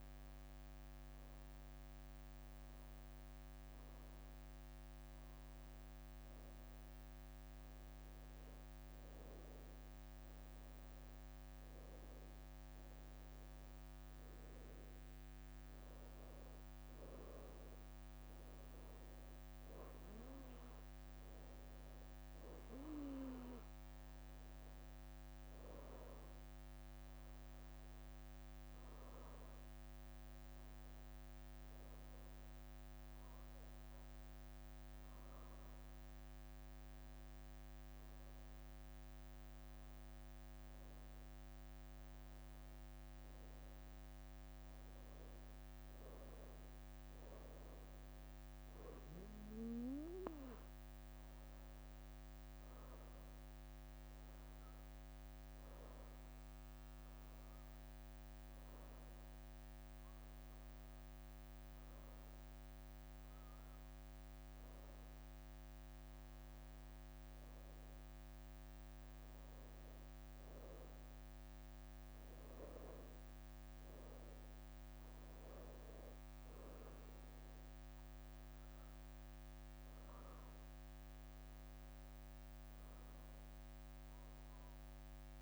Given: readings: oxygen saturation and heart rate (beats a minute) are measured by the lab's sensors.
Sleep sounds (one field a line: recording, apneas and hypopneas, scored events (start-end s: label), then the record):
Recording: breathing in sleep, hard to hear, by a microphone on the trachea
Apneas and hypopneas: none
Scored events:
0.00-2.00 s: leg movement (device-marked)
0.00-3.50 s: oxygen desaturation (device-marked, oxygen 94% lowest, heart rate 70 extreme)
2.00-4.50 s: leg movement (device-marked)
5.00-7.00 s: leg movement (device-marked)
7.50-9.50 s: leg movement (device-marked)
10.50-85.42 s: new sleep stage, N2 (light sleep)
39.50-46.00 s: leg movement (device-marked)
47.50-49.50 s: leg movement (device-marked)
51.00-57.00 s: leg movement (device-marked)
57.50-58.50 s: leg movement (device-marked)
60.50-64.50 s: leg movement (device-marked)
64.50-66.50 s: leg movement (device-marked)
66.50-68.00 s: leg movement (device-marked)
69.00-71.00 s: leg movement (device-marked)
72.50-74.00 s: leg movement (device-marked)
80.00-82.50 s: leg movement (device-marked)
83.00-85.42 s: leg movement (device-marked)
From the record:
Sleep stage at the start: N1 (lightest sleep)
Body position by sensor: on the right side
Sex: female